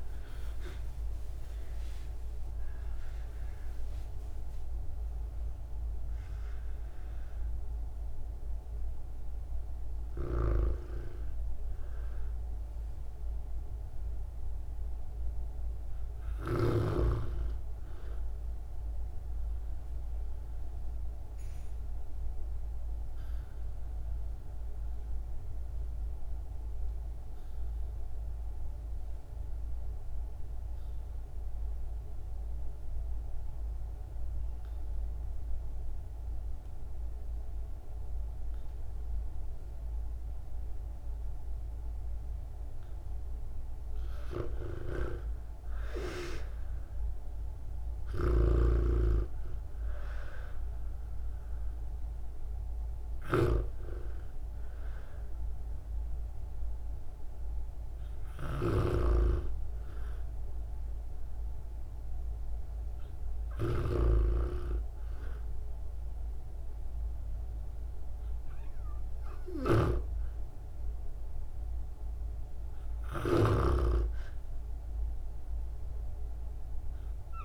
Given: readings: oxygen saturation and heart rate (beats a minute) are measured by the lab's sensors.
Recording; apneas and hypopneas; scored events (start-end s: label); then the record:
breathing in sleep by a room microphone; 1
0.00-1.50 s: arousal
0.00-24.00 s: oxygen desaturation (device-marked, oxygen 76% lowest, heart rate 49 extreme)
18.50-42.50 s: obstructive apnea (oxygen 90% before, 76% lowest, heart rate 70 before, 55 extreme, up 3 after)
36.00-69.00 s: oxygen desaturation (device-marked, oxygen 98% before, 80% lowest, heart rate 64 before, 55 extreme)
45.00-48.50 s: arousal
48.00-77.44 s: snoring (device-marked)
71.00-75.00 s: arousal
From the record:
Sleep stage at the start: REM sleep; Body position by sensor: on the back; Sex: female